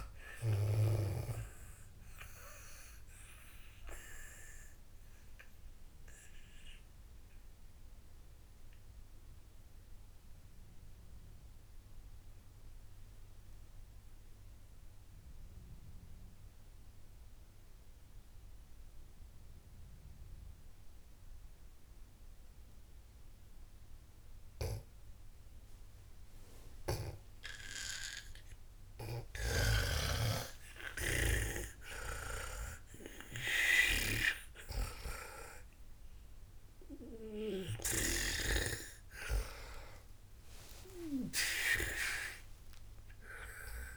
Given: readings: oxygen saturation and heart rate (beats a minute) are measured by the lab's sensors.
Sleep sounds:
breathing in sleep by a room microphone; 1
0.00-19.00 s: oxygen desaturation (device-marked, oxygen 90% lowest, heart rate 54 extreme)
2.50-29.50 s: obstructive apnea (oxygen 99% before, 90% lowest, heart rate 81 before, 54 extreme, up 23 after)
30.50-34.50 s: arousal
32.50-36.00 s: snoring (device-marked)
34.00-43.97 s: oxygen desaturation (device-marked, oxygen 98% before, 93% lowest, heart rate 64 before, 55 extreme)
38.00-43.97 s: snoring (device-marked)
From the record:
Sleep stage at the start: N2 (light sleep); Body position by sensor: on the back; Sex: female

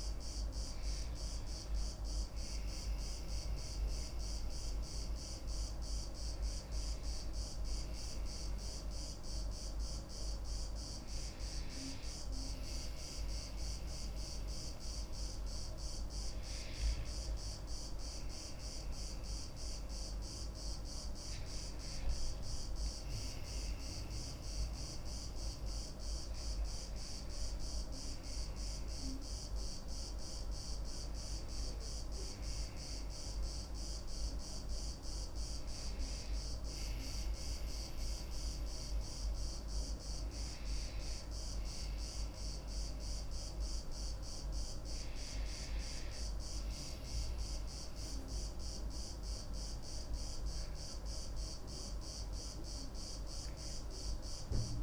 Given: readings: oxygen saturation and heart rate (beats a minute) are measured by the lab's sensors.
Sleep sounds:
breathing in sleep, hard to hear, by a room microphone; none
50.50-54.50 s: arousal
From the record:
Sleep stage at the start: N2 (light sleep); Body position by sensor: on the back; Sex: female

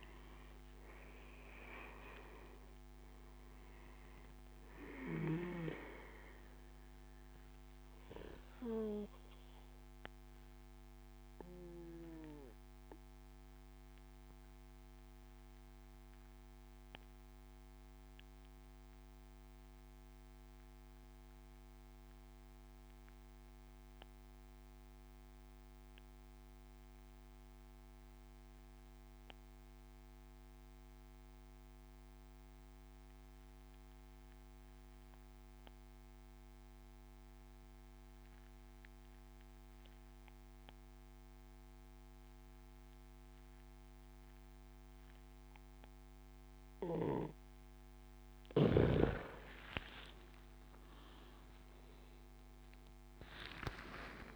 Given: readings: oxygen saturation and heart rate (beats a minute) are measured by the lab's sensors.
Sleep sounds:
breathing in sleep by a microphone on the trachea; 1
0.00-2.00 s: arousal
0.00-20.00 s: oxygen desaturation (device-marked, oxygen 91% lowest, heart rate 60 extreme)
7.00-45.50 s: obstructive apnea (oxygen 99% before, 89% lowest, heart rate 77 before, 59 extreme, up 12 after)
37.00-54.36 s: oxygen desaturation (device-marked, oxygen 99% before, 89% lowest, heart rate 69 before, 59 extreme)
50.00-54.36 s: arousal
From the record:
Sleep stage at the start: N2 (light sleep); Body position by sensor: on the back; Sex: male

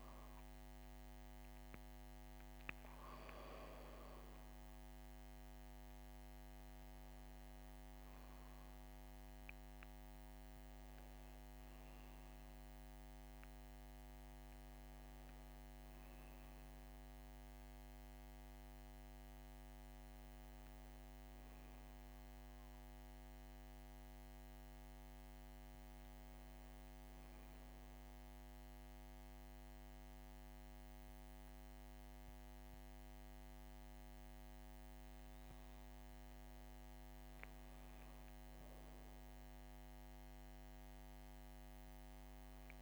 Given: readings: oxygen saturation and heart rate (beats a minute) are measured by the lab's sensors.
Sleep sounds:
breathing in sleep, hard to hear, by a microphone on the trachea; none
14.00-42.81 s: new sleep stage, N2 (light sleep)
From the record:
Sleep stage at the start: N1 (lightest sleep); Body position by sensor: on the back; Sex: female

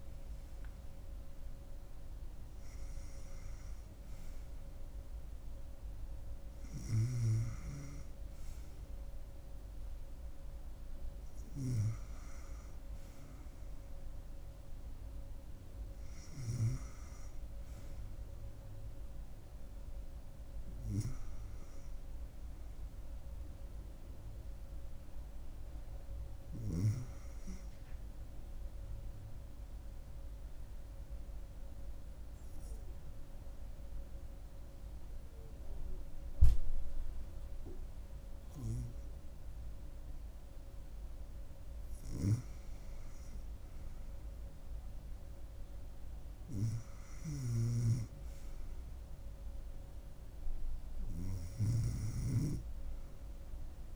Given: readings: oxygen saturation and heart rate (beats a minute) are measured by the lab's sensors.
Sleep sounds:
breathing in sleep by a room microphone; 1
22.00-25.50 s: arousal
28.50-41.00 s: hypopnea (oxygen 97% before, 91% lowest, heart rate 69 before, 69 extreme, up 2 after)
43.50-48.00 s: arousal
43.50-53.96 s: new sleep stage, REM sleep
46.50-53.96 s: oxygen desaturation (device-marked, oxygen 97% before, 94% lowest, heart rate 70 before, 70 extreme)
From the record:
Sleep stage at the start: N2 (light sleep); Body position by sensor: on the back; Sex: female

